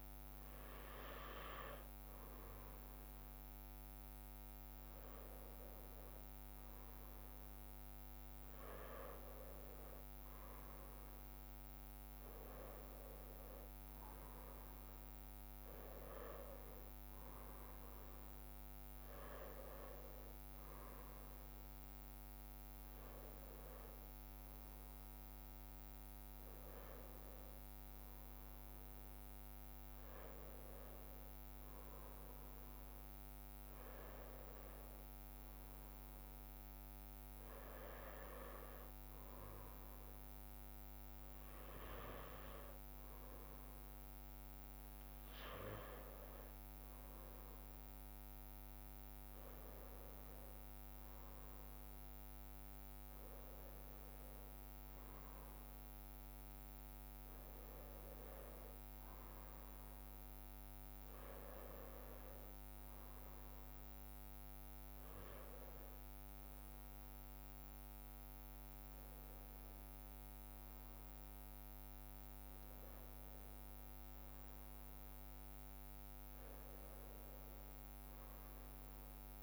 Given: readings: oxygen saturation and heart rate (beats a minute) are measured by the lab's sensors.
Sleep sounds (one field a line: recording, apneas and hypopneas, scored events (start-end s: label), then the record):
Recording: breathing in sleep by a microphone on the trachea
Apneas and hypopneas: none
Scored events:
0.50-79.43 s: bradycardia (device-marked)
8.50-10.50 s: long interval between heartbeats (device-marked)
34.00-36.00 s: long interval between heartbeats (device-marked)
38.00-40.00 s: long interval between heartbeats (device-marked)
50.00-52.00 s: long interval between heartbeats (device-marked)
55.00-57.00 s: long interval between heartbeats (device-marked)
69.00-71.00 s: long interval between heartbeats (device-marked)
73.50-79.43 s: drop in pulse transit time (device-marked)
From the record:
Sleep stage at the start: N1 (lightest sleep)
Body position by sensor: on the right side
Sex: male